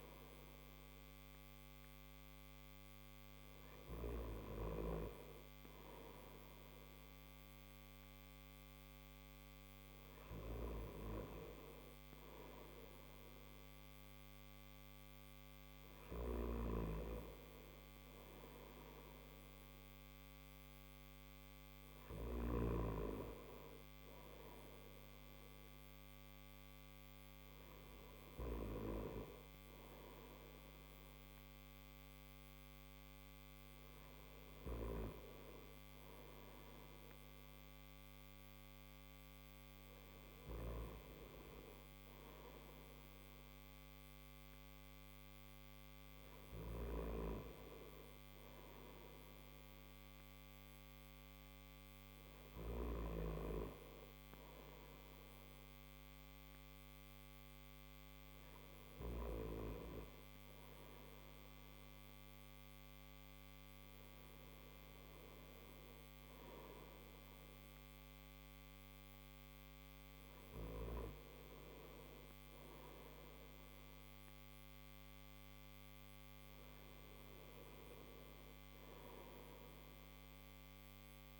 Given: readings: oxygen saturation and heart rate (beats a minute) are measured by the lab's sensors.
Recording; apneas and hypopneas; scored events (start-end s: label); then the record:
breathing in sleep by a microphone on the trachea; none
none scored
From the record:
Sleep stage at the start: N3 (deep sleep); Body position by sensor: on the back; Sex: male